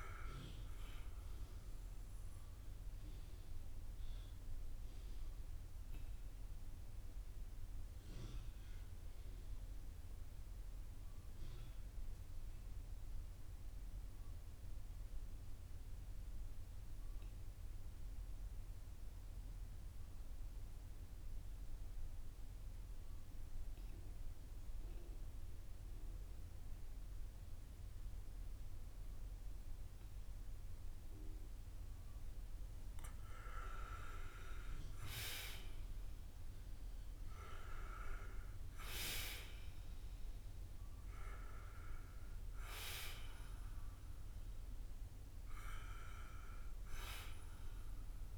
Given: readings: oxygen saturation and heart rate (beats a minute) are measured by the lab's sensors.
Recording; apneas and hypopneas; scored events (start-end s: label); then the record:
breathing in sleep by a room microphone; 1
1.50-31.50 s: obstructive apnea (oxygen 97% before, 89% lowest, heart rate 56 before, 46 extreme, up 4 after)
6.00-19.00 s: oxygen desaturation (device-marked, oxygen 93% before, 90% lowest, heart rate 56 before, 48 extreme)
33.00-48.38 s: oxygen desaturation (device-marked, oxygen 97% before, 89% lowest, heart rate 54 before, 46 extreme)
34.50-38.50 s: arousal
From the record:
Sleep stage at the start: N2 (light sleep); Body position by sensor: on the back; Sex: male